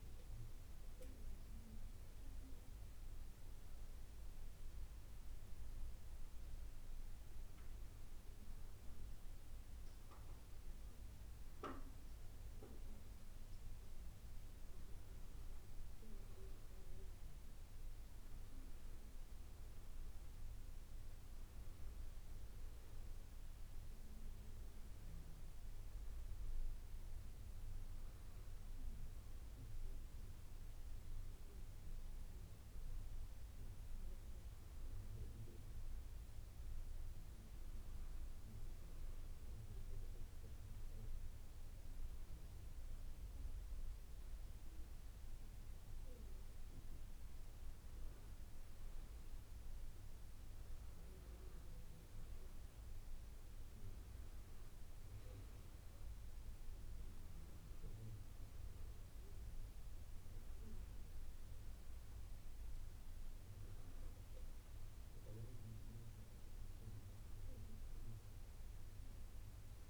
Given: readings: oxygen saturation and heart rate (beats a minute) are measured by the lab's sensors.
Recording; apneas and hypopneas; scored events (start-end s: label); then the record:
breathing in sleep, hard to hear, by a room microphone; 1
17.50-34.50 s: oxygen desaturation (device-marked, oxygen 97% before, 93% lowest)
31.50-34.50 s: arousal
38.50-49.00 s: obstructive apnea (oxygen 97% before, 88% lowest)
51.50-54.50 s: arousal
From the record:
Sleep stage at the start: N2 (light sleep); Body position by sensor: on the back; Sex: female